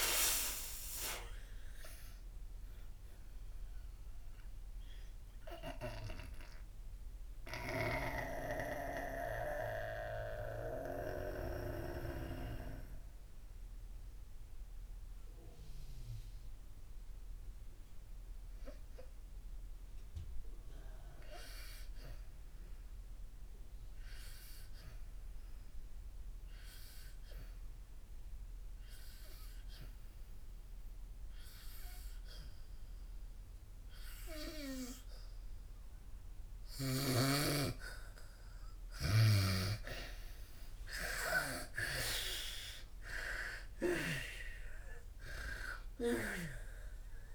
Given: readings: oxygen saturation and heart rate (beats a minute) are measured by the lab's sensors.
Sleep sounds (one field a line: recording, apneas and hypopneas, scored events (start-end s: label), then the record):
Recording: breathing in sleep by a room microphone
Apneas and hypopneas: 1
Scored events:
0.00-1.50 s: arousal
0.00-27.00 s: oxygen desaturation (device-marked, oxygen 84% lowest, heart rate 56 extreme)
7.50-38.00 s: obstructive apnea (oxygen 99% before, 82% lowest, heart rate 72 before, 56 extreme, up 15 after)
34.00-47.34 s: oxygen desaturation (device-marked, oxygen 99% before, 85% lowest, heart rate 61 before, 58 extreme)
40.50-44.00 s: arousal
From the record:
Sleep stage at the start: N2 (light sleep)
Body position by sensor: on the back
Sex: female